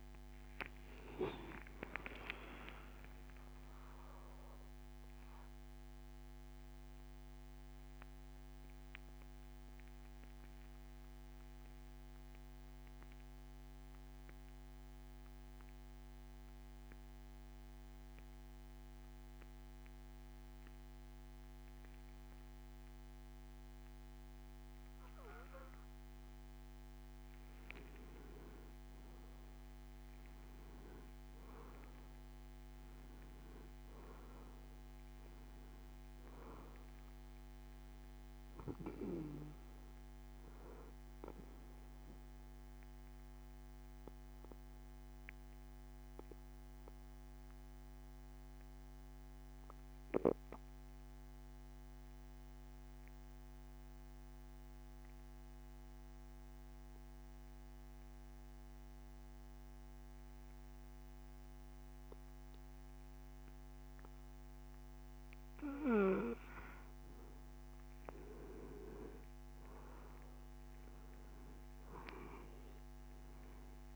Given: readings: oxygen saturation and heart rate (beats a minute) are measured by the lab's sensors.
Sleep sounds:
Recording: breathing in sleep by a microphone on the trachea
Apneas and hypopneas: 2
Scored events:
0.00-8.50 s: oxygen desaturation (device-marked, oxygen 89% lowest)
0.50-3.00 s: arousal
4.50-26.50 s: mixed apnea (oxygen 95% before, 91% lowest)
28.50-54.50 s: oxygen desaturation (device-marked, oxygen 97% before, 92% lowest)
29.00-33.00 s: arousal
42.00-66.00 s: mixed apnea (oxygen 97% before, 90% lowest)
68.50-73.96 s: oxygen desaturation (device-marked, oxygen 96% before, 90% lowest)
72.50-73.96 s: arousal
From the record:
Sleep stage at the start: N2 (light sleep)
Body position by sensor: on the back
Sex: male

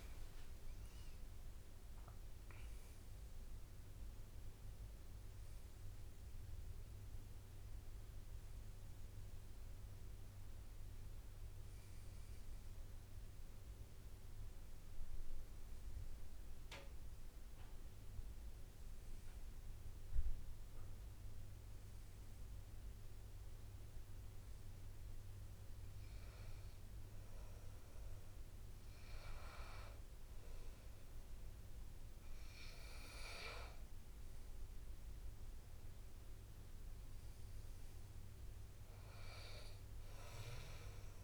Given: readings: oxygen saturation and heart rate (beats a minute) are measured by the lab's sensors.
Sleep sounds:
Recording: breathing in sleep by a room microphone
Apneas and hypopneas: none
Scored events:
0.00-1.00 s: arousal
8.00-10.00 s: long interval between heartbeats (device-marked, heart rate 79 before, 85 extreme)
36.50-39.50 s: arousal
From the record:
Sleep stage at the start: N2 (light sleep)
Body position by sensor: on the back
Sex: male

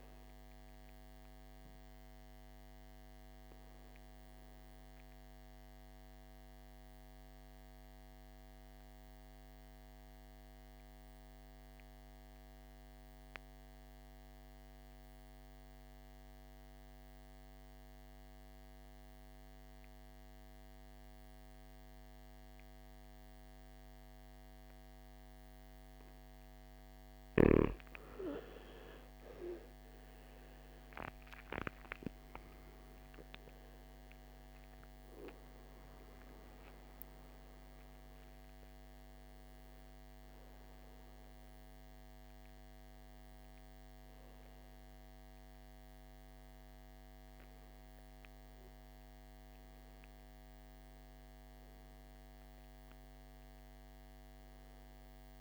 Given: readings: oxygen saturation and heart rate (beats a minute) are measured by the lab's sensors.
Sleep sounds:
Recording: breathing in sleep by a microphone on the trachea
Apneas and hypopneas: 1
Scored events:
0.00-16.00 s: oxygen desaturation (device-marked, oxygen 92% lowest, heart rate 58 extreme)
5.50-25.50 s: obstructive apnea (oxygen 97% before, 83% lowest, heart rate 58 before, 58 extreme, up 15 after)
28.50-33.00 s: arousal
29.00-55.00 s: oxygen desaturation (device-marked, oxygen 96% before, 83% lowest, heart rate 62 before, 53 extreme)
31.00-55.41 s: new sleep stage, N1 (lightest sleep)
From the record:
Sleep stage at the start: N2 (light sleep)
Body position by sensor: on the back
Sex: male

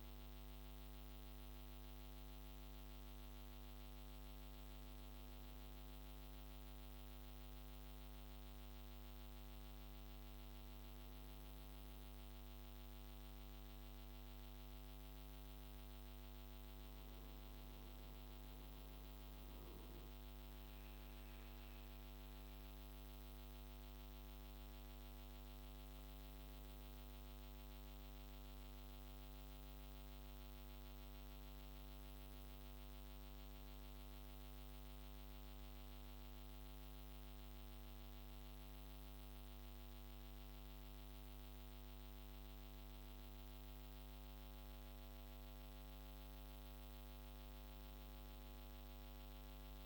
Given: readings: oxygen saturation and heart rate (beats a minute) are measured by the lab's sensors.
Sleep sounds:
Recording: breathing in sleep, hard to hear, by a microphone on the trachea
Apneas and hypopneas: none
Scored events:
18.00-49.86 s: new sleep stage, N2 (light sleep)
From the record:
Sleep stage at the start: N1 (lightest sleep)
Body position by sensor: on the right side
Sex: male

